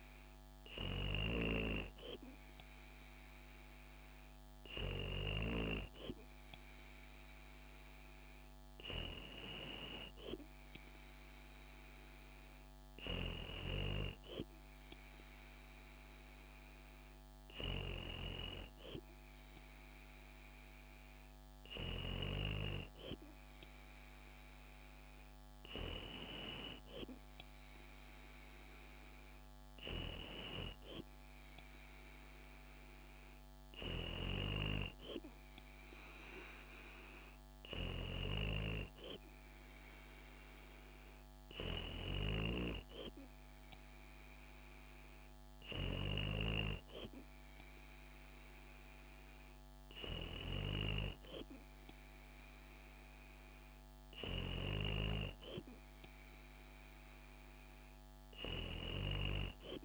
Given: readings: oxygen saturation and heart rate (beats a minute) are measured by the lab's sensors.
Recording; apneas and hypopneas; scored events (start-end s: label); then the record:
breathing in sleep by a microphone on the trachea; none
none scored
From the record:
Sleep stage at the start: N2 (light sleep); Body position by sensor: on the back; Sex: female